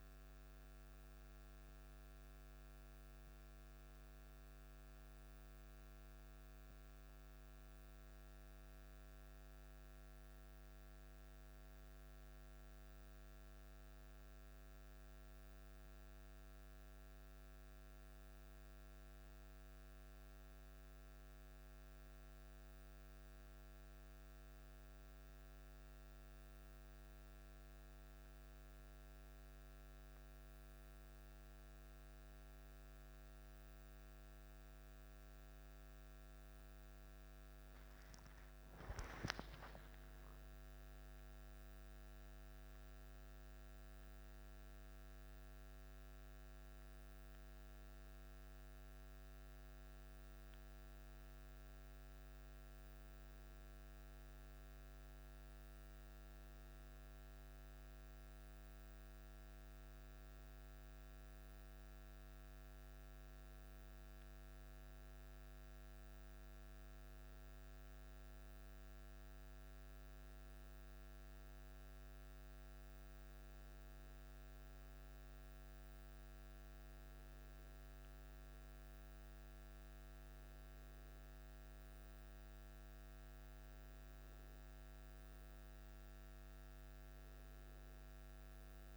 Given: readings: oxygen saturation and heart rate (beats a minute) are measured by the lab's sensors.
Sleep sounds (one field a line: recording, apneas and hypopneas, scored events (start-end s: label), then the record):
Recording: a person partly awake in a sleep study, hard to hear, by a microphone on the trachea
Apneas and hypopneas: none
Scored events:
12.50-88.97 s: new sleep stage, N1 (lightest sleep)
36.50-40.50 s: arousal
From the record:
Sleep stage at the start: awake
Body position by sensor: on the back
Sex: male